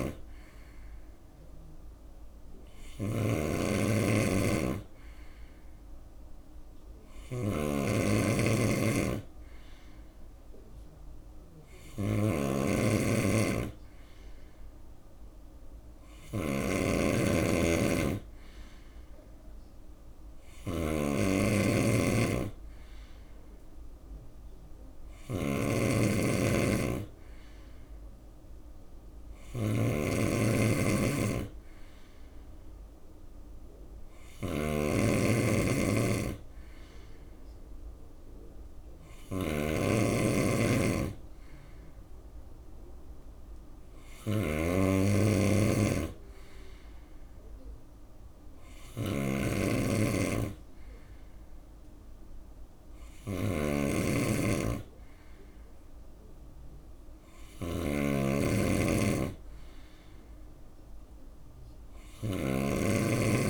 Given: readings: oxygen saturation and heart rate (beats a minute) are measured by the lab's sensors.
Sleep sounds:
breathing in sleep by a room microphone; none
0.00-63.50 s: snoring (device-marked)
From the record:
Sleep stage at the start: N2 (light sleep); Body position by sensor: on the right side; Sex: male

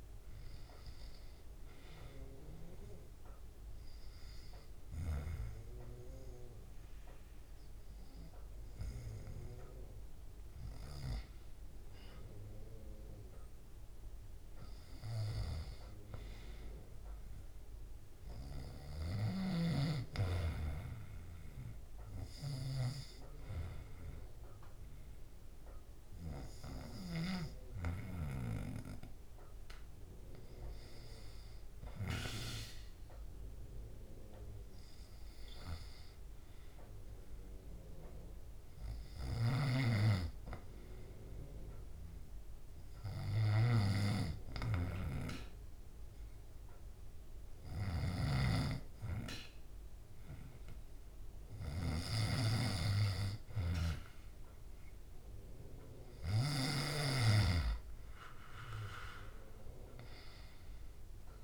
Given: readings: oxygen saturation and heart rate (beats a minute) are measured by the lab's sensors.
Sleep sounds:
breathing in sleep by a room microphone; 1
32.50-36.50 s: arousal
41.50-51.50 s: hypopnea (oxygen 96% before, 91% lowest, heart rate 73 before, 70 extreme, up 4 after)
53.50-57.00 s: arousal
From the record:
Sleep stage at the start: N2 (light sleep); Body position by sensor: on the back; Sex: male

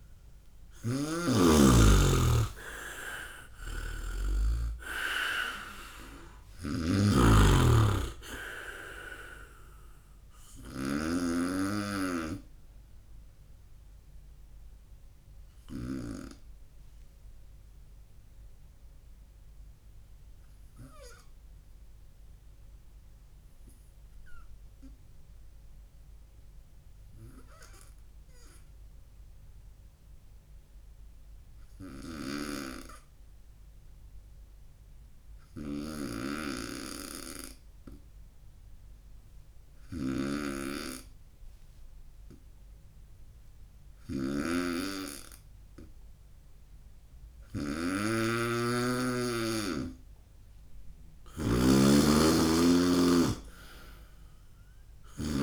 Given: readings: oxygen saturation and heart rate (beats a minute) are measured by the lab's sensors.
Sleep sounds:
breathing in sleep by a room microphone; 1
0.00-16.00 s: snoring (device-marked)
13.50-48.00 s: obstructive apnea (oxygen 99% before, 93% lowest, heart rate 67 before, 58 extreme, up 10 after)
32.00-55.43 s: snoring (device-marked)
50.50-54.00 s: arousal
From the record:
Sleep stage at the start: N2 (light sleep); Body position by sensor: on the right side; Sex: male

